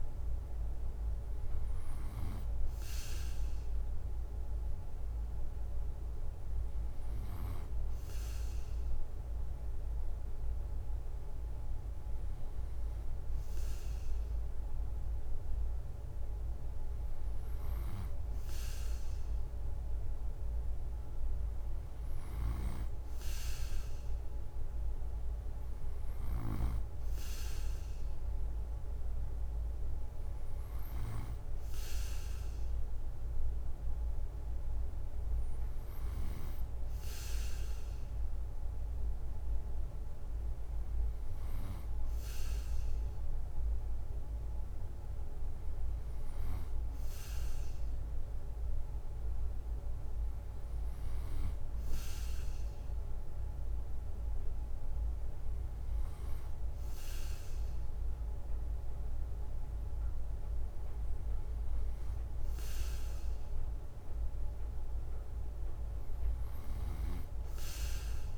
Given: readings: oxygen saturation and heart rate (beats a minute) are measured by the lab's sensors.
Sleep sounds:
breathing in sleep, hard to hear, by a room microphone; none
22.00-26.50 s: snoring (device-marked)
From the record:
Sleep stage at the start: N2 (light sleep); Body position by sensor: on the right side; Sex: male

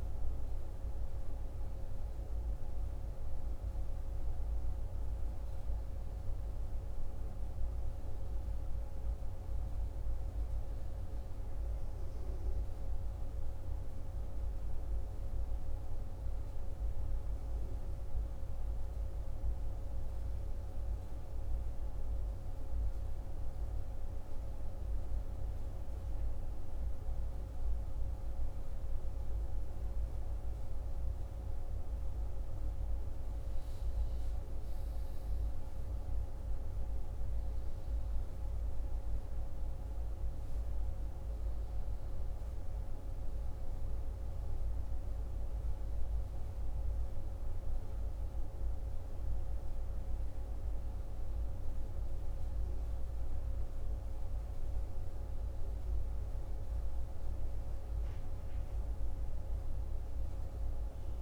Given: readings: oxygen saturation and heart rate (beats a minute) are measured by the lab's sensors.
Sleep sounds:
a person awake in a sleep study, hard to hear, by a room microphone; none
none scored
From the record:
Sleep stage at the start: awake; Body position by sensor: on the right side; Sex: male

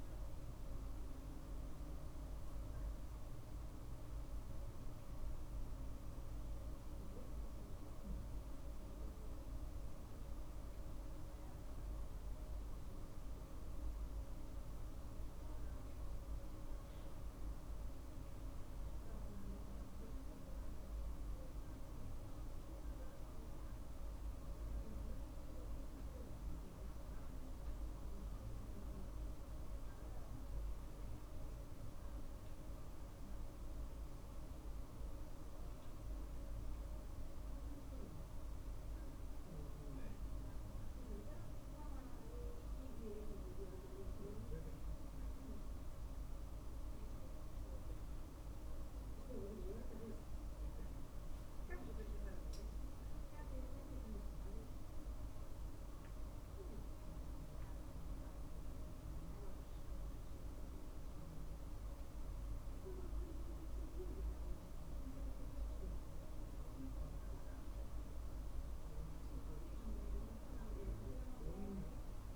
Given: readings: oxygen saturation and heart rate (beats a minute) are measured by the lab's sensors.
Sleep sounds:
breathing in sleep, hard to hear, by a room microphone; none
22.00-72.35 s: new sleep stage, N2 (light sleep)
51.50-53.50 s: long interval between heartbeats (device-marked, heart rate 49 before, 59 extreme)
53.00-58.00 s: arousal
From the record:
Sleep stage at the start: N1 (lightest sleep); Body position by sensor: on the right side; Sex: male

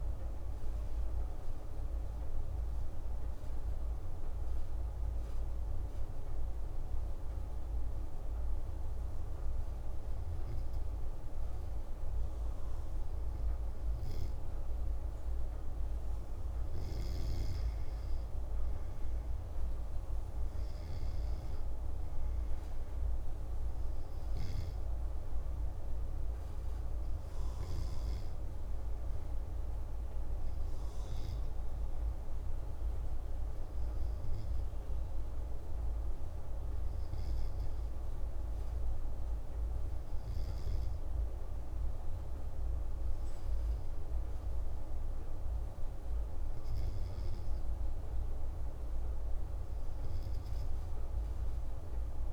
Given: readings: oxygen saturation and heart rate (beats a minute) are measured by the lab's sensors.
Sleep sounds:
breathing in sleep, hard to hear, by a room microphone; 1
1.00-16.00 s: hypopnea (oxygen 97% before, 95% lowest)
18.00-23.00 s: arousal
From the record:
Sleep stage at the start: N2 (light sleep); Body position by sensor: on the back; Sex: male

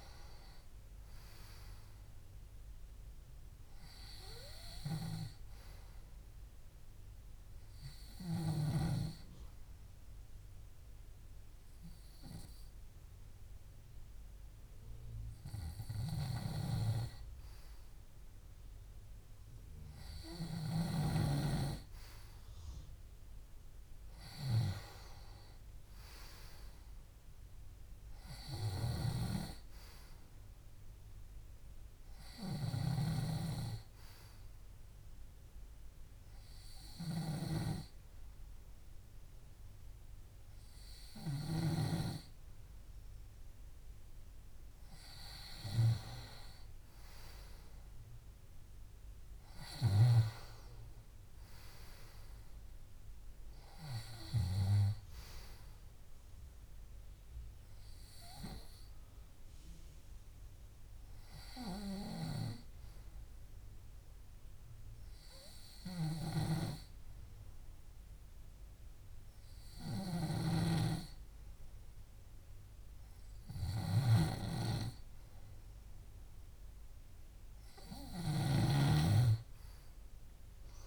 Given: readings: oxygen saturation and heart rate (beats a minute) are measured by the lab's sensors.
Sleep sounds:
breathing in sleep by a room microphone; 3
0.00-3.00 s: arousal
7.00-17.50 s: hypopnea (oxygen 97% before, 94% lowest, heart rate 67 before, 65 extreme, up 4 after)
22.00-25.00 s: arousal
35.00-46.00 s: hypopnea (oxygen 97% before, 94% lowest, heart rate 67 before, 65 extreme, up 3 after)
48.50-52.00 s: arousal
63.00-74.00 s: hypopnea (oxygen 97% before, 94% lowest, heart rate 67 before, 66 extreme, up 2 after)
From the record:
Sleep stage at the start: N2 (light sleep); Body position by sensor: on the left side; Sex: male

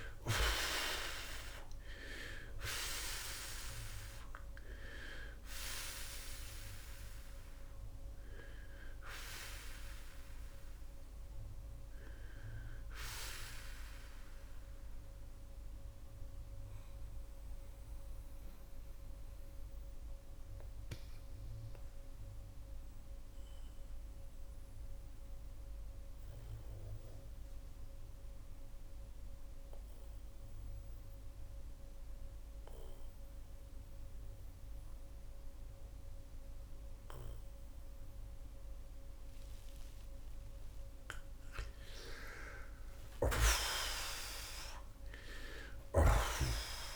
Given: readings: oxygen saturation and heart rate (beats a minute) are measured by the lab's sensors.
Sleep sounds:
breathing in sleep by a room microphone; 1
15.50-41.00 s: mixed apnea (oxygen 95% before, 76% lowest)
22.00-37.00 s: oxygen desaturation (device-marked, oxygen 89% before, 76% lowest)
43.50-46.96 s: arousal
45.50-46.96 s: snoring (device-marked)
From the record:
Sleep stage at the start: N2 (light sleep); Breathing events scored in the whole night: 298 in 4.0 hours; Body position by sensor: on the back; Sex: male

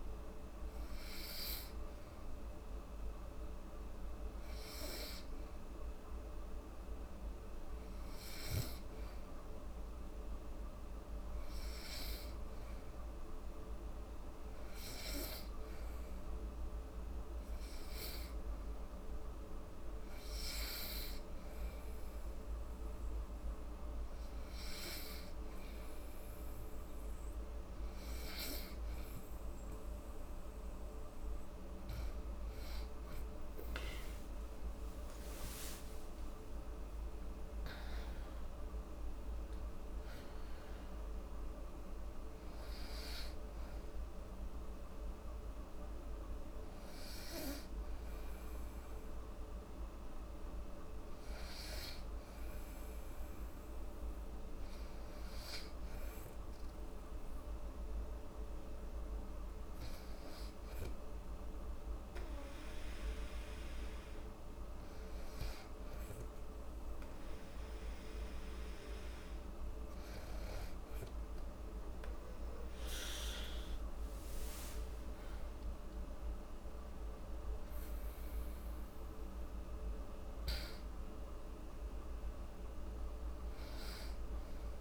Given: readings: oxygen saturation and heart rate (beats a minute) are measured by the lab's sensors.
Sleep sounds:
breathing in sleep, hard to hear, by a room microphone; 2
4.00-28.50 s: hypopnea (oxygen 98% before, 91% lowest, heart rate 71 before, 68 extreme, up 1 after)
10.50-35.50 s: oxygen desaturation (device-marked, oxygen 97% before, 91% lowest, heart rate 72 before, 68 extreme)
34.50-39.50 s: arousal
48.50-65.50 s: hypopnea (oxygen 92% before, 93% lowest, heart rate 74 before, 68 extreme, up 1 after)
71.50-74.50 s: arousal
From the record:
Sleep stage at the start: N2 (light sleep); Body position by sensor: on the back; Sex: female

